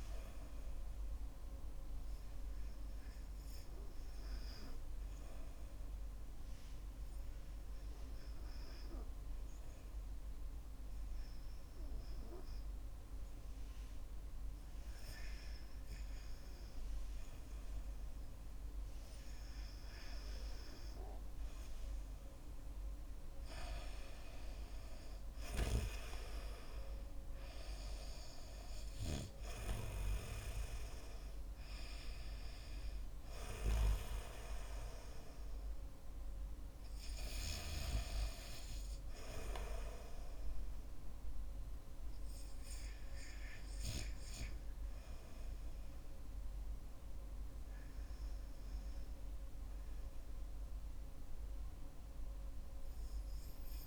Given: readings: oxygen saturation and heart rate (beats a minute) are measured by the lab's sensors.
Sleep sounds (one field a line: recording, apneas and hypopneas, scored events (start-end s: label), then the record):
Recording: breathing in sleep by a room microphone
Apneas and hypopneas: 1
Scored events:
3.00-19.50 s: hypopnea (oxygen 99% before, 94% lowest, heart rate 53 before, 48 extreme, up 11 after)
25.50-31.00 s: arousal
From the record:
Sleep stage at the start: REM sleep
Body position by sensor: on the back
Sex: male